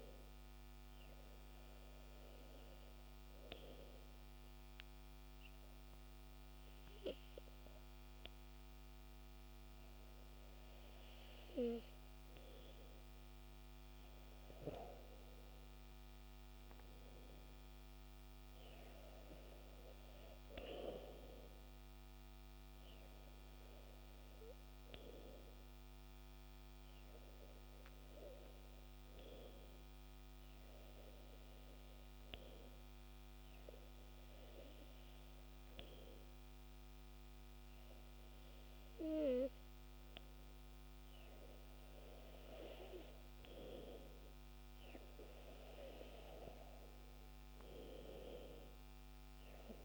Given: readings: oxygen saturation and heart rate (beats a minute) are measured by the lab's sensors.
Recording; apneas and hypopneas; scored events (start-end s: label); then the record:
breathing in sleep by a microphone on the trachea; 2
0.00-17.00 s: oxygen desaturation (device-marked, oxygen 94% lowest, heart rate 63 extreme)
1.00-12.00 s: obstructive apnea (oxygen 98% before, 94% lowest, heart rate 69 before, 63 extreme, up 7 after)
13.50-18.00 s: arousal
24.50-40.50 s: obstructive apnea (oxygen 97% before, 95% lowest, heart rate 67 before, 64 extreme, up 5 after)
41.50-44.50 s: arousal
From the record:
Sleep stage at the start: N2 (light sleep); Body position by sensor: on the back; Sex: male